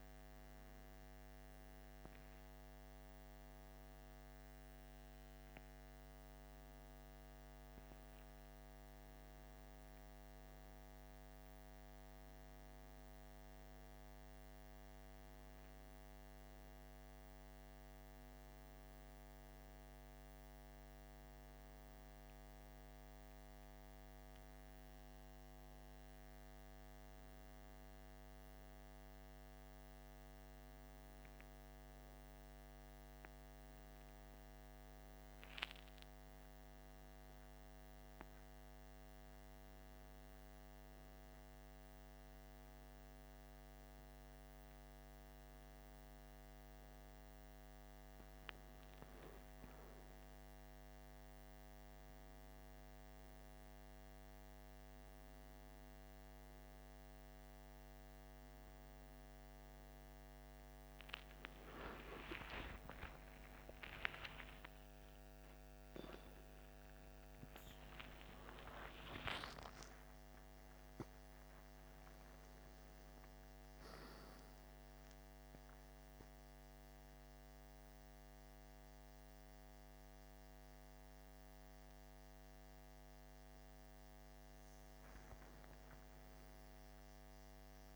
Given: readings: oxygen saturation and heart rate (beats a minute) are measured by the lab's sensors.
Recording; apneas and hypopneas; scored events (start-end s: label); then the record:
breathing in sleep, hard to hear, by a microphone on the trachea; none
72.00-87.96 s: new sleep stage, awake
From the record:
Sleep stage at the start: N1 (lightest sleep); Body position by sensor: on the back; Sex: male